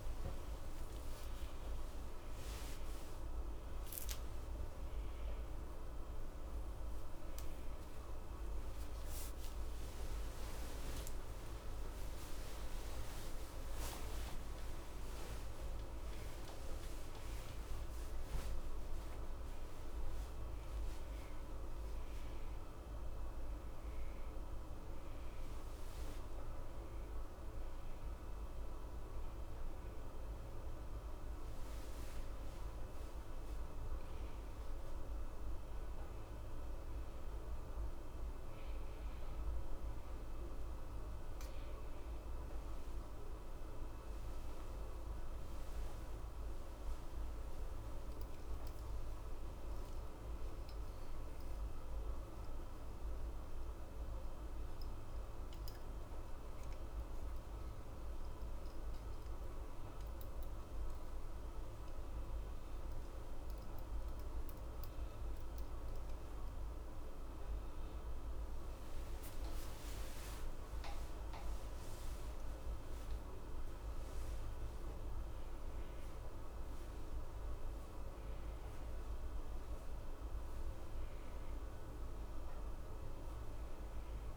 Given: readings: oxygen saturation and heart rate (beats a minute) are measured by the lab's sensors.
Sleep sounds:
a person partly awake in a sleep study, hard to hear, by a room microphone; none
0.00-7.50 s: oxygen desaturation (device-marked, oxygen 90% lowest, heart rate 79 extreme)
11.50-84.37 s: new sleep stage, N1 (lightest sleep)
43.50-48.50 s: arousal
70.50-74.00 s: arousal
From the record:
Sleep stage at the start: awake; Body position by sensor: on the right side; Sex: male

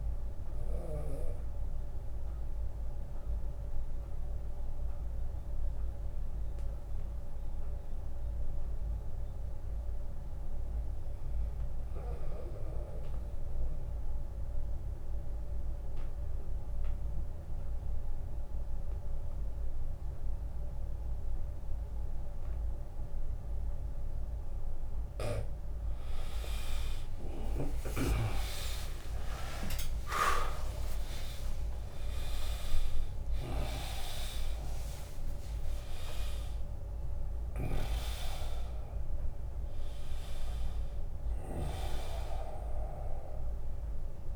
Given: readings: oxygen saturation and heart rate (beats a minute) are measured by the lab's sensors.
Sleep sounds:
a person partly awake in a sleep study, by a room microphone; 1
2.50-12.50 s: oxygen desaturation (device-marked, oxygen 98% before, 93% lowest, heart rate 70 before, 58 extreme)
10.00-12.00 s: long interval between heartbeats (device-marked, heart rate 71 before, 84 extreme)
12.50-14.50 s: bradycardia (device-marked, heart rate 76 before, 77 extreme)
13.50-25.00 s: obstructive apnea (oxygen 98% before, 88% lowest, heart rate 73 before, 58 extreme, up 21 after)
14.00-16.00 s: long interval between heartbeats (device-marked, heart rate 73 before, 77 extreme)
18.50-20.50 s: long interval between heartbeats (device-marked, heart rate 73 before, 58 extreme)
25.50-44.36 s: oxygen desaturation (device-marked, oxygen 97% before, 90% lowest, heart rate 72 before, 49 extreme)
26.00-28.00 s: long interval between heartbeats (device-marked, heart rate 72 before, 79 extreme)
28.50-44.36 s: drop in pulse transit time (device-marked, heart rate 72 before, 69 extreme)
29.50-31.50 s: long interval between heartbeats (device-marked, heart rate 71 before, 76 extreme)
31.50-44.36 s: new sleep stage, awake
36.50-38.50 s: long interval between heartbeats (device-marked, heart rate 72 before, 74 extreme)
41.00-44.36 s: snoring (device-marked)
From the record:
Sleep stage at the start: N2 (light sleep); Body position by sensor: on the back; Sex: male

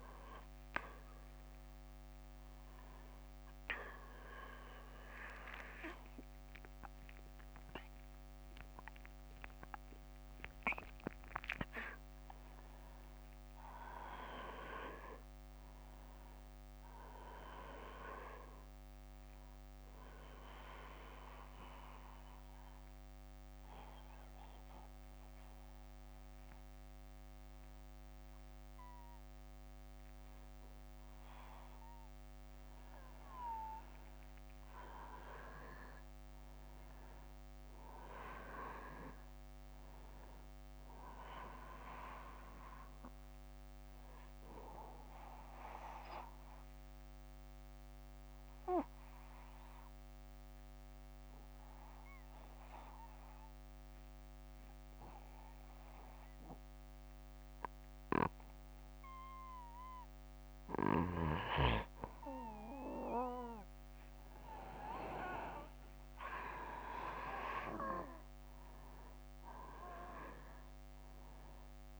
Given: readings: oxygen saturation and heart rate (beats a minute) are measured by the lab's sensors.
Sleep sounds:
a person partly awake in a sleep study, by a microphone on the trachea; 2
0.00-14.00 s: oxygen desaturation (device-marked, oxygen 99% before, 94% lowest, heart rate 67 before, 61 extreme)
13.00-43.00 s: new sleep stage, N1 (lightest sleep)
20.00-32.00 s: obstructive apnea (oxygen 99% before, 93% lowest, heart rate 68 before, 59 extreme, up 4 after)
33.50-36.50 s: arousal
38.00-55.00 s: oxygen desaturation (device-marked, oxygen 97% before, 94% lowest, heart rate 64 before, 59 extreme)
43.00-72.00 s: new sleep stage, N2 (light sleep)
45.50-60.00 s: obstructive apnea (oxygen 98% before, 92% lowest, heart rate 63 before, 55 extreme, up 5 after)
62.50-66.00 s: arousal
From the record:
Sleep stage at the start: awake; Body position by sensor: on the back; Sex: male

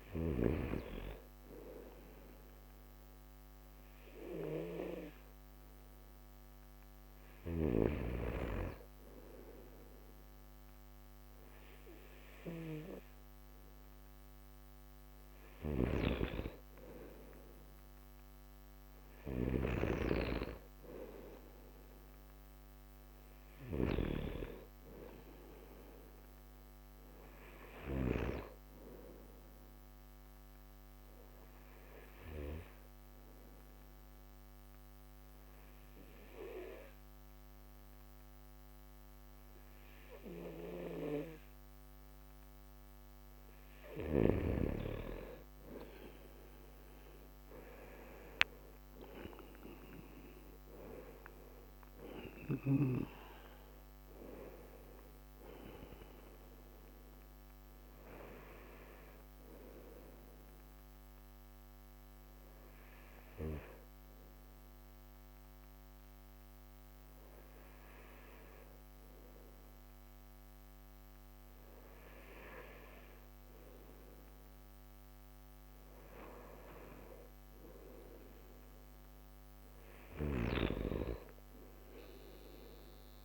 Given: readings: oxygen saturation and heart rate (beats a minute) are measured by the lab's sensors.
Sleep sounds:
breathing in sleep by a microphone on the trachea; 2
15.00-28.00 s: snoring (device-marked)
24.00-27.00 s: arousal
30.50-42.50 s: obstructive apnea (oxygen 94% before, 91% lowest)
47.50-50.50 s: arousal
60.00-72.50 s: hypopnea (oxygen 94% before, 91% lowest)
75.50-78.50 s: arousal
From the record:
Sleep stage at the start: N2 (light sleep); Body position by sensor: on the right side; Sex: male

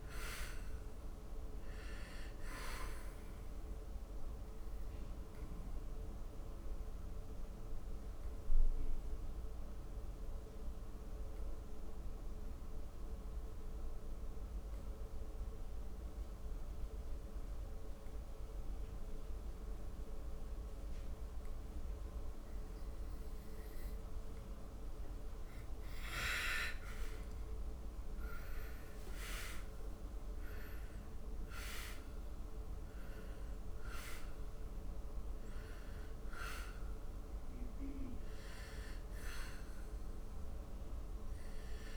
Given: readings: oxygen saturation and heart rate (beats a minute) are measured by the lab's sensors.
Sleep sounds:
breathing in sleep by a room microphone; 1
0.00-17.00 s: oxygen desaturation (device-marked, oxygen 86% lowest, heart rate 70 extreme)
5.50-23.50 s: obstructive apnea (oxygen 98% before, 84% lowest, heart rate 75 before, 70 extreme, up 8 after)
25.50-29.50 s: arousal
28.00-41.97 s: oxygen desaturation (device-marked, oxygen 98% before, 84% lowest, heart rate 73 before, 67 extreme)
From the record:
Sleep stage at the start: N2 (light sleep); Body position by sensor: on the back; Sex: male

